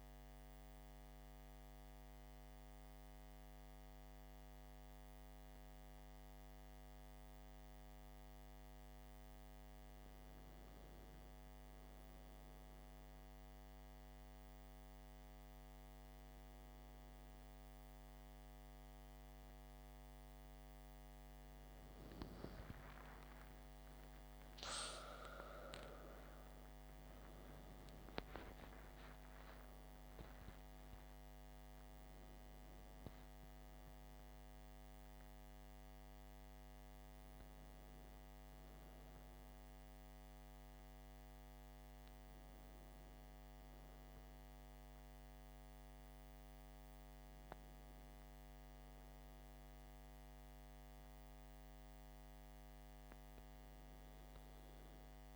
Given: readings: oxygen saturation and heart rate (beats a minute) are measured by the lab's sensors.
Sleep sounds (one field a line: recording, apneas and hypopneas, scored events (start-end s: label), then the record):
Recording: breathing in sleep, hard to hear, by a microphone on the trachea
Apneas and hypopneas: none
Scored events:
22.50-28.00 s: arousal
From the record:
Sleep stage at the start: N2 (light sleep)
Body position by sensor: on the back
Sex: male